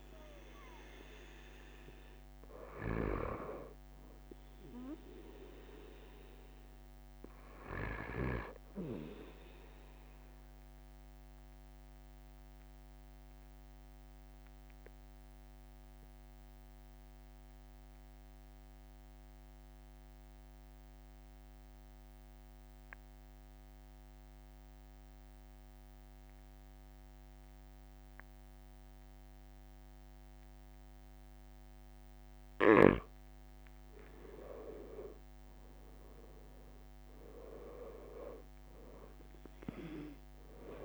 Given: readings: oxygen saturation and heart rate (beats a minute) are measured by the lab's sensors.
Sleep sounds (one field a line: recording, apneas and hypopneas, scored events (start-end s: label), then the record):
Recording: breathing in sleep by a microphone on the trachea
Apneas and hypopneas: 1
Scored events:
2.50-4.50 s: long interval between heartbeats (device-marked)
9.50-25.50 s: oxygen desaturation (device-marked, oxygen 94% before, 91% lowest)
9.50-32.00 s: obstructive apnea (oxygen 96% before, 91% lowest)
33.00-38.50 s: arousal
34.00-36.00 s: long interval between heartbeats (device-marked, heart rate 44 before, 47 extreme)
36.50-38.50 s: long interval between heartbeats (device-marked, heart rate 45 before, 39 extreme)
From the record:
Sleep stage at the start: N2 (light sleep)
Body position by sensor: on the right side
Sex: male